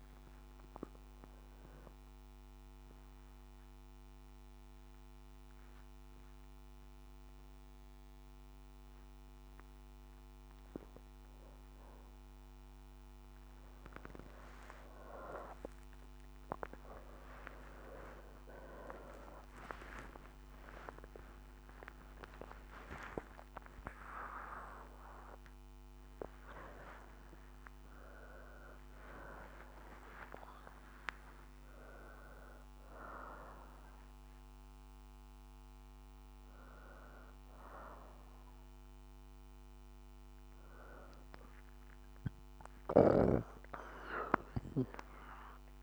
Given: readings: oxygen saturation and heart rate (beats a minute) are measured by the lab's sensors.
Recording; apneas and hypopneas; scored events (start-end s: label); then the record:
a person awake in a sleep study, by a microphone on the trachea; none
none scored
From the record:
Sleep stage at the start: awake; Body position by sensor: on the back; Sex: female